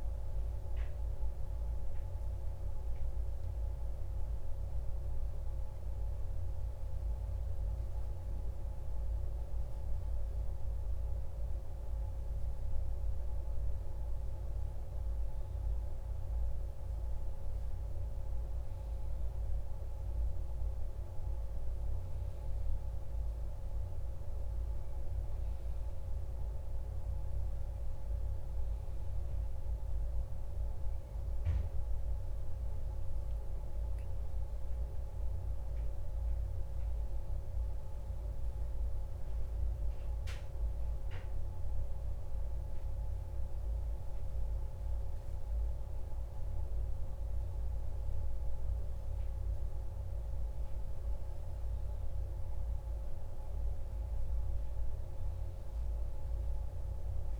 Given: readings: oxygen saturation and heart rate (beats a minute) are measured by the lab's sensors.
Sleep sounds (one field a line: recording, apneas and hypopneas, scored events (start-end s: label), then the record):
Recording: breathing in sleep, hard to hear, by a room microphone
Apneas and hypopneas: none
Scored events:
31.00-35.00 s: arousal
From the record:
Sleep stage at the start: N1 (lightest sleep)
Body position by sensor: on the back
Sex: male